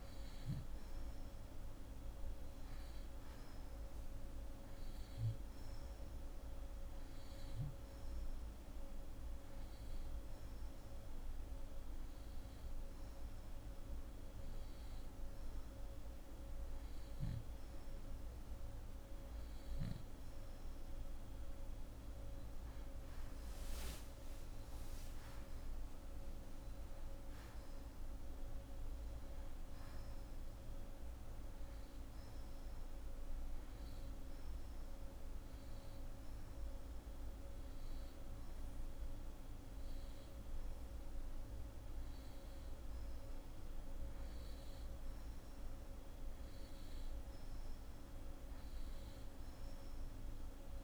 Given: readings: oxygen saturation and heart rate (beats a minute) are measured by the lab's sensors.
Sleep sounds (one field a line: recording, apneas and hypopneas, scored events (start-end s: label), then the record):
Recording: breathing in sleep, hard to hear, by a room microphone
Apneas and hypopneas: 1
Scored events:
34.50-44.50 s: hypopnea (oxygen 89% before, 87% lowest, heart rate 181 before, 94 extreme, up 42 after)
46.50-50.50 s: arousal
From the record:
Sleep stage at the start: N2 (light sleep)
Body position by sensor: on the back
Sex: female